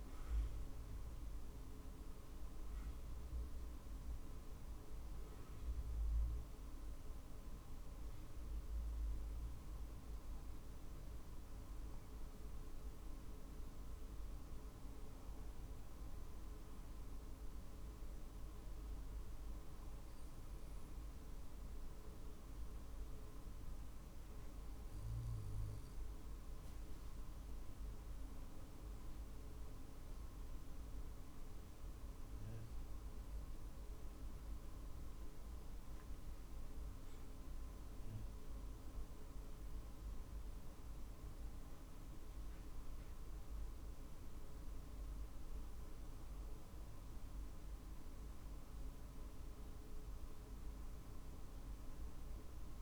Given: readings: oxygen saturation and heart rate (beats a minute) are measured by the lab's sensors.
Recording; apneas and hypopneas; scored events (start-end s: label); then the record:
breathing in sleep, hard to hear, by a room microphone; 1
1.50-27.50 s: obstructive apnea (oxygen 94% before, 93% lowest, heart rate 49 before, 47 extreme, up 2 after)
28.50-47.50 s: drop in pulse transit time (device-marked, heart rate 48 before, 48 extreme)
29.50-33.50 s: arousal
From the record:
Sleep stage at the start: N2 (light sleep); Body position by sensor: on the back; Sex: male